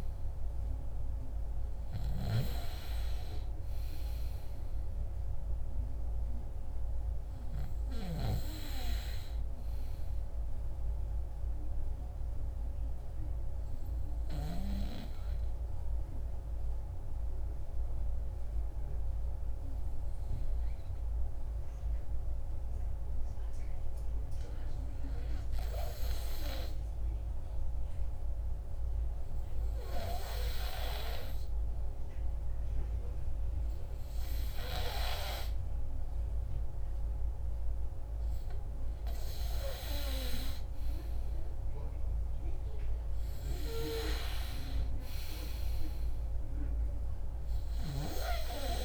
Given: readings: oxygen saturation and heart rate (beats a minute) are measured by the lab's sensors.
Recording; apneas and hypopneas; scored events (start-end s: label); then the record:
breathing in sleep by a room microphone; 1
0.00-19.50 s: oxygen desaturation (device-marked, oxygen 89% lowest, heart rate 149 extreme)
12.00-38.00 s: obstructive apnea (oxygen 97% before, 89% lowest, heart rate 189 before, 142 extreme, up 33 after)
40.50-44.50 s: arousal
From the record:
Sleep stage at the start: N2 (light sleep); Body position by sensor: on the back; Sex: male